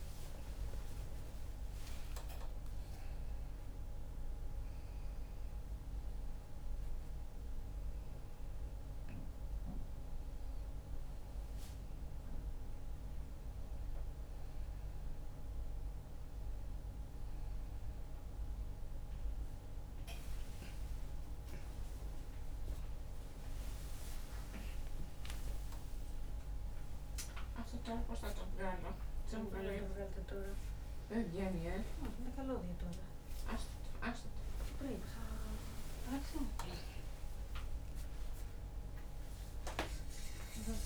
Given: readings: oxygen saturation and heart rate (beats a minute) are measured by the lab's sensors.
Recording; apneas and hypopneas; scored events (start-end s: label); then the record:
a person awake in a sleep study, by a room microphone; none
none scored
From the record:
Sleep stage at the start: awake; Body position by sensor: on the back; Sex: female